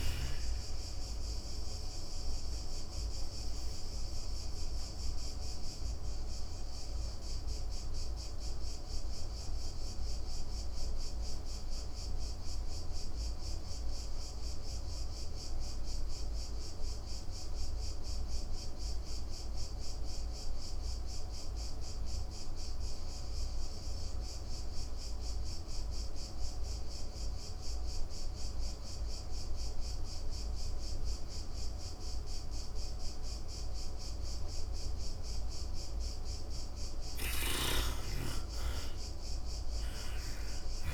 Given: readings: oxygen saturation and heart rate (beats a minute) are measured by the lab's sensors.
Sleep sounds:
breathing in sleep, hard to hear, by a room microphone; 1
0.00-16.50 s: oxygen desaturation (device-marked, oxygen 76% lowest, heart rate 69 extreme)
0.50-35.50 s: obstructive apnea (oxygen 99% before, 75% lowest, heart rate 86 before, 88 extreme, up 23 after)
30.50-40.94 s: oxygen desaturation (device-marked, oxygen 99% before, 75% lowest, heart rate 136 before, 92 extreme)
36.00-40.00 s: snoring (device-marked)
36.50-40.94 s: arousal
From the record:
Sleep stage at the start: N2 (light sleep); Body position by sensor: on the back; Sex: female

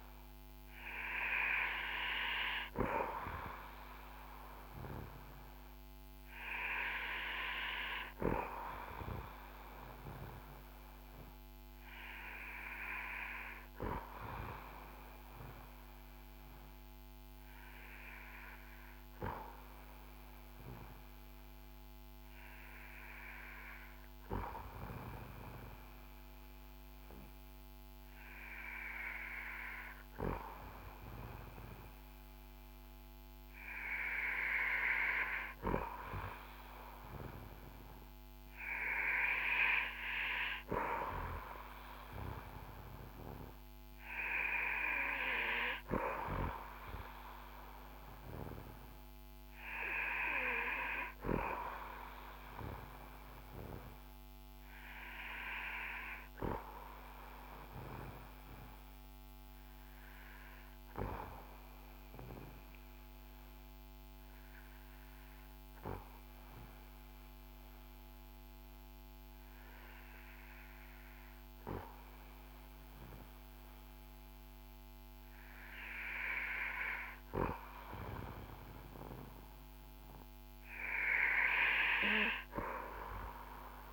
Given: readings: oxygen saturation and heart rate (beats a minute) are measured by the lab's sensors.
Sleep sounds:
breathing in sleep by a microphone on the trachea; 2
4.00-8.00 s: arousal
11.50-33.50 s: hypopnea (oxygen 95% before, 92% lowest, heart rate 58 before, 54 extreme, up 5 after)
35.50-39.00 s: arousal
58.50-78.50 s: obstructive apnea (oxygen 94% before, 92% lowest, heart rate 59 before, 47 extreme, up 5 after)
81.00-83.93 s: arousal
From the record:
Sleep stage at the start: N2 (light sleep); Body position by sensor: on the back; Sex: male

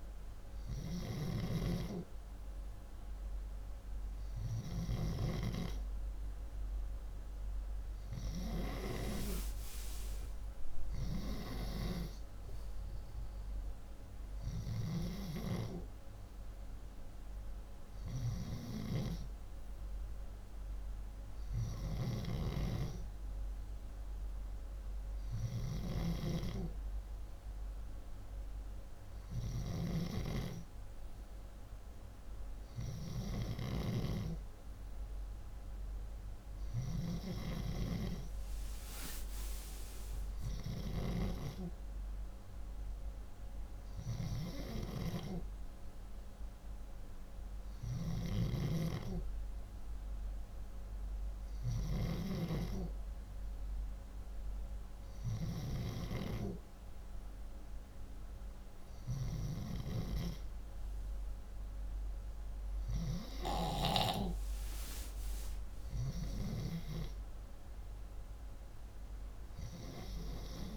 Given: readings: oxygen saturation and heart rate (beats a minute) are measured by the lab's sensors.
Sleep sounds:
breathing in sleep by a room microphone; none
0.00-4.50 s: snoring (device-marked)
0.00-9.00 s: oxygen desaturation (device-marked, oxygen 96% before, 92% lowest, heart rate 62 before, 62 extreme)
21.50-33.50 s: snoring (device-marked)
47.50-55.00 s: snoring (device-marked)
From the record:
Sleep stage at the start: N2 (light sleep); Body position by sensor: upright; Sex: male

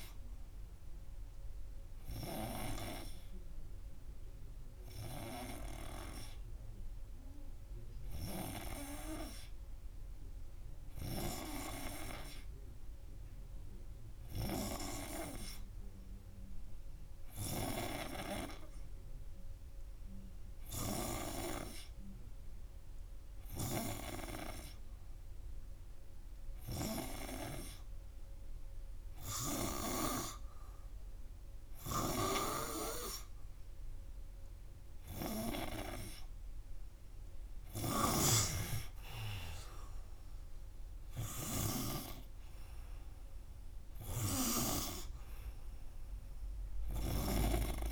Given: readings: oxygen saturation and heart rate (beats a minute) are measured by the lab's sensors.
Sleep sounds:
breathing in sleep by a room microphone; none
none scored
From the record:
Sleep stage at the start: N3 (deep sleep); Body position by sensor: on the front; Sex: male

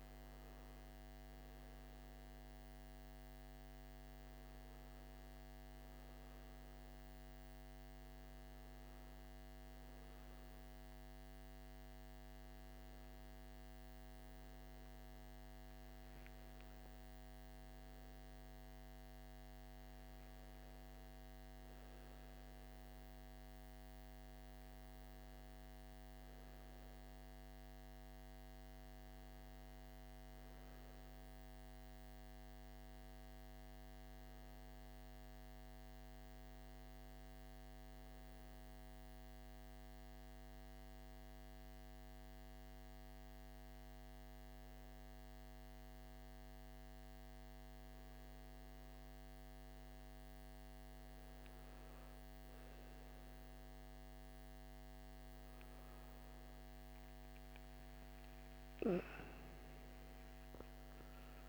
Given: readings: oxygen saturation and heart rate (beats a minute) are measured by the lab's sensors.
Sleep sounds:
breathing in sleep, hard to hear, by a microphone on the trachea; 1
27.00-31.50 s: arousal
29.00-59.00 s: new sleep stage, N2 (light sleep)
34.00-51.50 s: obstructive apnea (oxygen 98% before, 95% lowest, heart rate 61 before, 54 extreme, up 12 after)
59.00-61.49 s: new sleep stage, awake
From the record:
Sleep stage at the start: N1 (lightest sleep); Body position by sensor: on the right side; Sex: male

